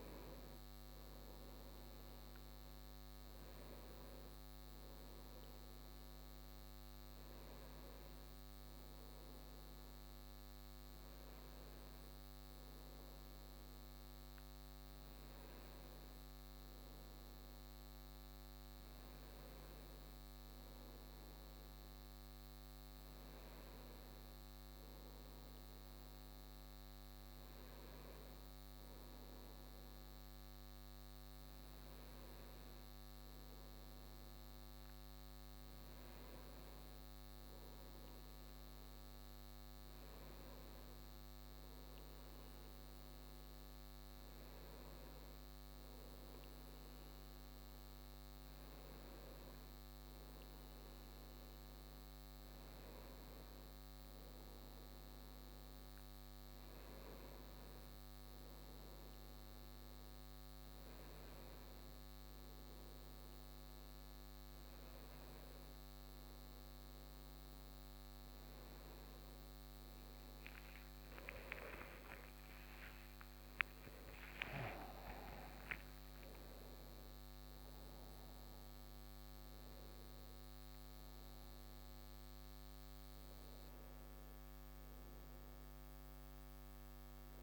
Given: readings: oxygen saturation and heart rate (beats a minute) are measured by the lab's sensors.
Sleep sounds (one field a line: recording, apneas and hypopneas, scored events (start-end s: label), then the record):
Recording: a person awake in a sleep study, hard to hear, by a microphone on the trachea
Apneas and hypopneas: none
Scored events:
none scored
From the record:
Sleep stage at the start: awake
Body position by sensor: on the right side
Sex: male